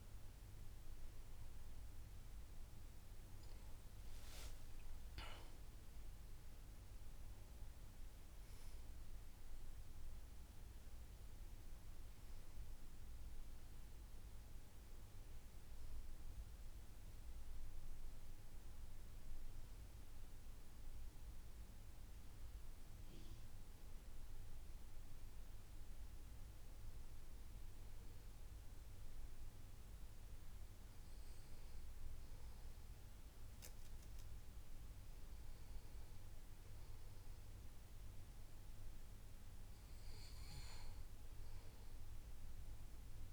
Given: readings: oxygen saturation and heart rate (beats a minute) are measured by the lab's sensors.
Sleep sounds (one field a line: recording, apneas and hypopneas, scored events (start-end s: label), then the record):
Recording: breathing in sleep, hard to hear, by a room microphone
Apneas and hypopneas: none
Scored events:
0.00-3.50 s: arousal
From the record:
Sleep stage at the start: N1 (lightest sleep)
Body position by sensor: on the back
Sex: male